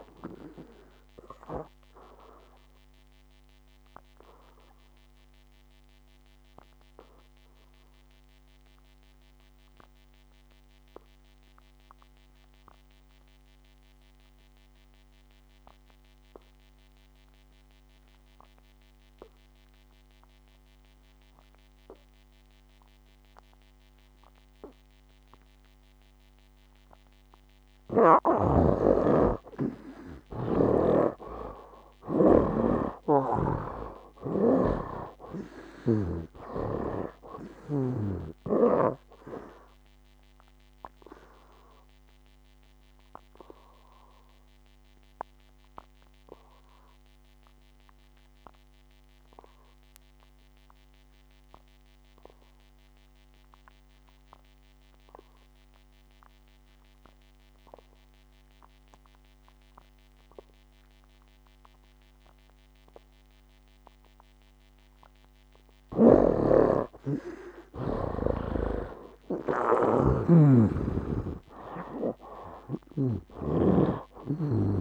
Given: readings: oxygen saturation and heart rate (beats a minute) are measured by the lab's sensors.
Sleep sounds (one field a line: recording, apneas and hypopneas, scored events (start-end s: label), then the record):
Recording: breathing in sleep by a microphone on the trachea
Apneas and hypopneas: 2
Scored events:
0.00-27.50 s: oxygen desaturation (device-marked, oxygen 67% lowest, heart rate 55 extreme)
1.50-28.00 s: obstructive apnea (oxygen 95% before, 67% lowest, heart rate 69 before, 55 extreme, up 20 after)
30.50-34.00 s: snoring (device-marked)
31.50-35.50 s: arousal
39.50-65.50 s: obstructive apnea (oxygen 95% before, 73% lowest, heart rate 65 before, 58 extreme, up 15 after)
41.50-67.50 s: oxygen desaturation (device-marked, oxygen 90% before, 73% lowest, heart rate 67 before, 58 extreme)
66.00-73.50 s: snoring (device-marked)
70.00-74.00 s: arousal
From the record:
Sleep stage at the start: N2 (light sleep)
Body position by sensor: on the back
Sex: male